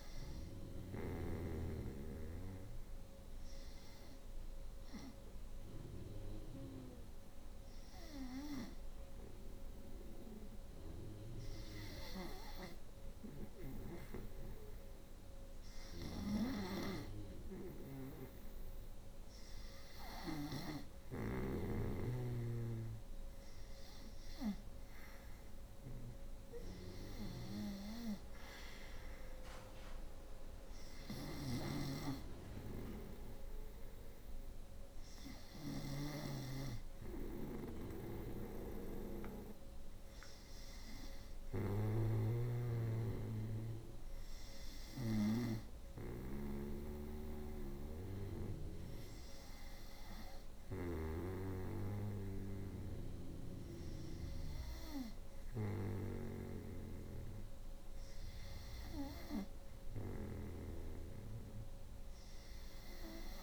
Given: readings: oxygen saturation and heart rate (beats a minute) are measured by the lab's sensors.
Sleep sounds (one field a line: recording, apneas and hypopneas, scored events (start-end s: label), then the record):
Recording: breathing in sleep by a room microphone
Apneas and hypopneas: 1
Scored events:
2.00-17.50 s: hypopnea (oxygen 92% before, 88% lowest, heart rate 67 before, 67 extreme, up 0 after)
15.00-19.50 s: snoring (device-marked)
19.50-22.00 s: arousal
21.50-35.00 s: snoring (device-marked)
25.00-44.00 s: oxygen desaturation (device-marked, oxygen 91% before, 88% lowest, heart rate 69 before, 66 extreme)
37.00-44.50 s: snoring (device-marked)
46.50-63.43 s: snoring (device-marked)
From the record:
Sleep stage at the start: N2 (light sleep)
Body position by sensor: on the front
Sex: female